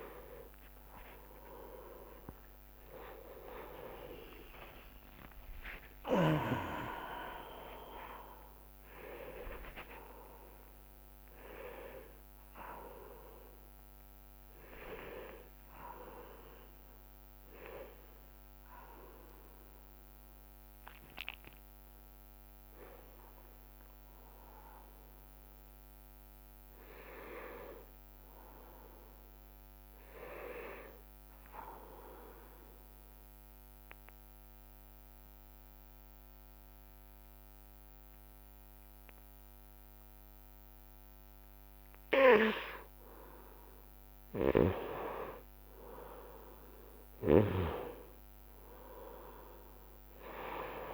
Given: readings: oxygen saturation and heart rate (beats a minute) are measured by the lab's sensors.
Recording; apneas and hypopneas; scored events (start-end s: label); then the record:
a person partly awake in a sleep study, by a microphone on the trachea; 1
0.00-1.50 s: oxygen desaturation (device-marked, oxygen 77% lowest)
0.00-2.00 s: long interval between heartbeats (device-marked, heart rate 53 before, 204 extreme)
0.00-6.50 s: drop in pulse transit time (device-marked)
0.00-7.50 s: tachycardia (device-marked)
3.00-5.00 s: long interval between heartbeats (device-marked)
7.00-9.00 s: long interval between heartbeats (device-marked, heart rate 128 before, 160 extreme)
11.00-13.00 s: long interval between heartbeats (device-marked, heart rate 158 before, 99 extreme)
14.50-16.50 s: long interval between heartbeats (device-marked, heart rate 164 before, 46 extreme)
15.50-45.50 s: new sleep stage, N1 (lightest sleep)
26.50-28.50 s: long interval between heartbeats (device-marked)
32.50-43.50 s: obstructive apnea (oxygen 100% before, 89% lowest)
35.00-37.00 s: long interval between heartbeats (device-marked)
36.50-50.94 s: oxygen desaturation (device-marked, oxygen 100% before, 89% lowest)
37.50-39.50 s: long interval between heartbeats (device-marked)
39.50-41.50 s: long interval between heartbeats (device-marked)
44.50-48.00 s: snoring (device-marked)
45.00-49.50 s: arousal
45.50-50.94 s: new sleep stage, N2 (light sleep)
From the record:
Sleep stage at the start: awake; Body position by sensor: on the left side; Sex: male